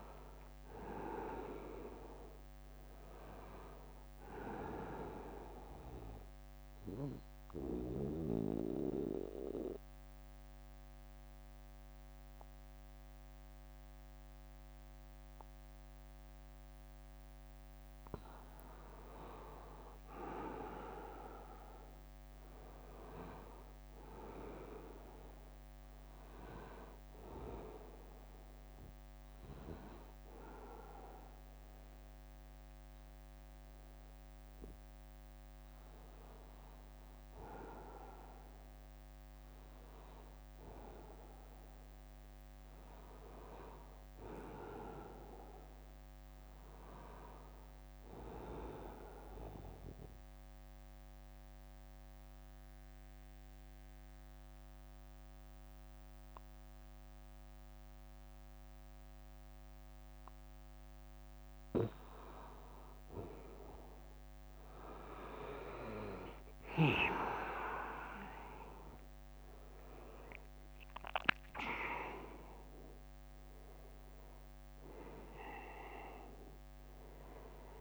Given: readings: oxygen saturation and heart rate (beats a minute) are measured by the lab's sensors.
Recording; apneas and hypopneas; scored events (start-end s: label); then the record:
breathing in sleep by a microphone on the trachea; 3
0.50-17.50 s: oxygen desaturation (device-marked, oxygen 98% before, 93% lowest, heart rate 78 before, 68 extreme)
5.50-18.00 s: obstructive apnea (oxygen 98% before, 93% lowest, heart rate 78 before, 68 extreme, up 7 after)
22.00-25.00 s: arousal
27.50-29.50 s: long interval between heartbeats (device-marked, heart rate 75 before, 76 extreme)
27.50-37.50 s: hypopnea (oxygen 99% before, 92% lowest, heart rate 75 before, 69 extreme, up 2 after)
30.50-42.50 s: oxygen desaturation (device-marked, oxygen 99% before, 96% lowest, heart rate 75 before, 69 extreme)
39.00-41.00 s: long interval between heartbeats (device-marked, heart rate 78 before, 77 extreme)
40.00-42.50 s: arousal
49.00-61.00 s: obstructive apnea (oxygen 99% before, 92% lowest, heart rate 79 before, 72 extreme, up 2 after)
65.50-69.50 s: arousal
70.50-77.81 s: drop in pulse transit time (device-marked, heart rate 83 before, 72 extreme)
72.50-77.81 s: oxygen desaturation (device-marked, oxygen 97% before, 93% lowest, heart rate 82 before, 58 extreme)
From the record:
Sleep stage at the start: N2 (light sleep); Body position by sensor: on the back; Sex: male